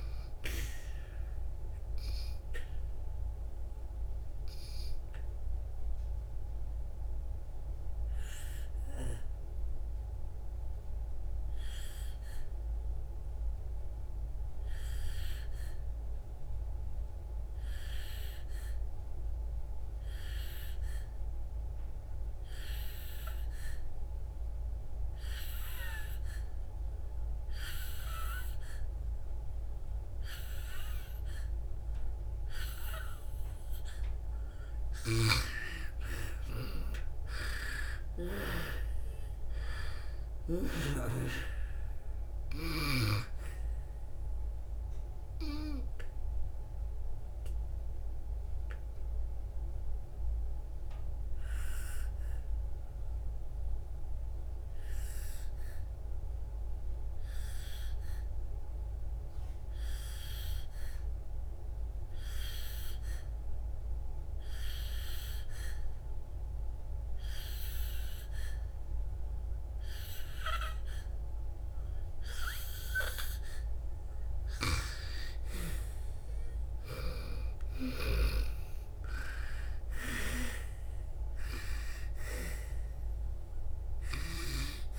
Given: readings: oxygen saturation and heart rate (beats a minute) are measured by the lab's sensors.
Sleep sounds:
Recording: breathing in sleep by a room microphone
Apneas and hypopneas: 2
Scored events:
0.00-6.00 s: oxygen desaturation (device-marked, oxygen 90% lowest, heart rate 55 extreme)
2.50-34.00 s: obstructive apnea (oxygen 97% before, 88% lowest, heart rate 63 before, 55 extreme, up 7 after)
20.00-28.00 s: oxygen desaturation (device-marked, oxygen 91% before, 88% lowest, heart rate 63 before, 60 extreme)
35.50-39.00 s: arousal
42.00-69.00 s: oxygen desaturation (device-marked, oxygen 97% before, 89% lowest, heart rate 63 before, 55 extreme)
46.00-73.50 s: obstructive apnea (oxygen 98% before, 89% lowest, heart rate 65 before, 54 extreme, up 10 after)
77.00-82.00 s: arousal
79.00-84.99 s: oxygen desaturation (device-marked, oxygen 97% before, 91% lowest, heart rate 62 before, 54 extreme)
From the record:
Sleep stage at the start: N2 (light sleep)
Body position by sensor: on the back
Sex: female

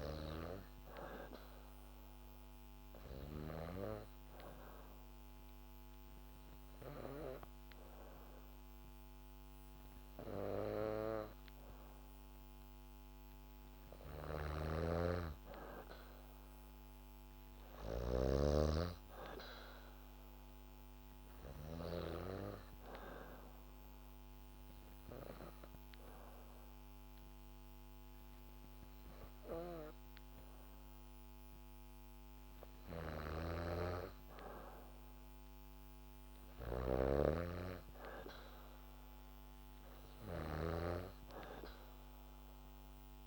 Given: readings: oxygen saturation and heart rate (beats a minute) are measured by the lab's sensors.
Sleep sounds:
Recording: breathing in sleep by a microphone on the trachea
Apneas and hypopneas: 2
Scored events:
3.00-14.00 s: obstructive apnea (oxygen 97% before, 92% lowest, heart rate 70 before, 65 extreme, up 3 after)
14.00-18.00 s: snoring (device-marked)
18.50-21.00 s: arousal
23.50-34.00 s: obstructive apnea (oxygen 97% before, 92% lowest, heart rate 69 before, 68 extreme, up 1 after)
23.50-35.50 s: oxygen desaturation (device-marked, oxygen 97% before, 92% lowest, heart rate 69 before, 67 extreme)
32.50-40.50 s: snoring (device-marked)
38.50-41.00 s: arousal
From the record:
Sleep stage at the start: N2 (light sleep)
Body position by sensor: on the back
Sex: female

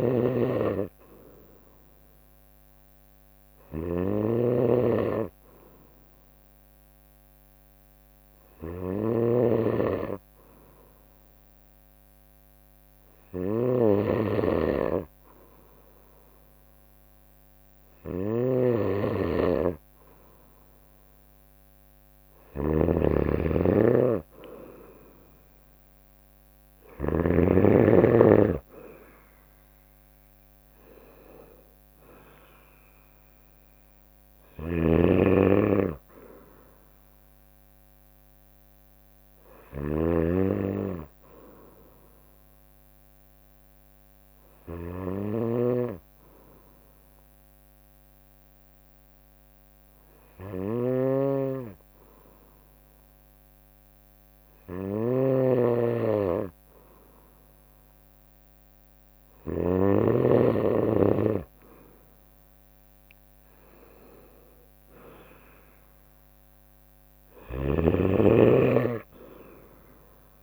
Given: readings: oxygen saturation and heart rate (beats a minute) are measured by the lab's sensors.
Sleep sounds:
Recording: breathing in sleep by a microphone on the trachea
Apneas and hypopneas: 2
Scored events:
0.00-2.50 s: bradycardia (device-marked, heart rate 59 extreme)
0.00-2.50 s: drop in pulse transit time (device-marked, heart rate 59 extreme)
0.00-27.00 s: snoring (device-marked)
5.00-19.50 s: obstructive apnea (oxygen 96% before, 93% lowest, heart rate 62 before, 56 extreme, up 1 after)
21.00-25.00 s: arousal
34.00-59.50 s: snoring (device-marked)
35.50-47.50 s: bradycardia (device-marked, heart rate 64 before, 56 extreme)
43.00-57.00 s: obstructive apnea (oxygen 96% before, 94% lowest, heart rate 61 before, 58 extreme, up 7 after)
57.50-70.43 s: drop in pulse transit time (device-marked, heart rate 59 before, 62 extreme)
61.00-65.00 s: arousal
67.00-70.43 s: snoring (device-marked)
From the record:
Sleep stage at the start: N2 (light sleep)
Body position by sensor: on the right side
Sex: female

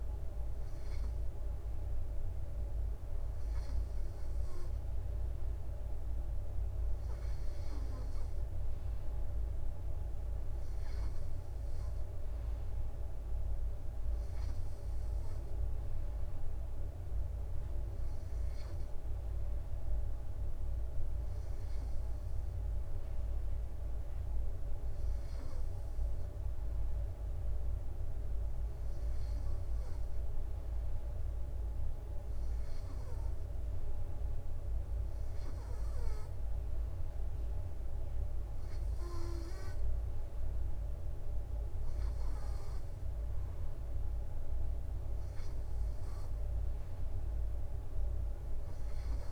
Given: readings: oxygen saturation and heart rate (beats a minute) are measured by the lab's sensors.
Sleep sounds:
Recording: breathing in sleep, hard to hear, by a room microphone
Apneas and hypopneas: none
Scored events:
none scored
From the record:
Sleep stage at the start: N2 (light sleep)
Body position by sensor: on the right side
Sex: male

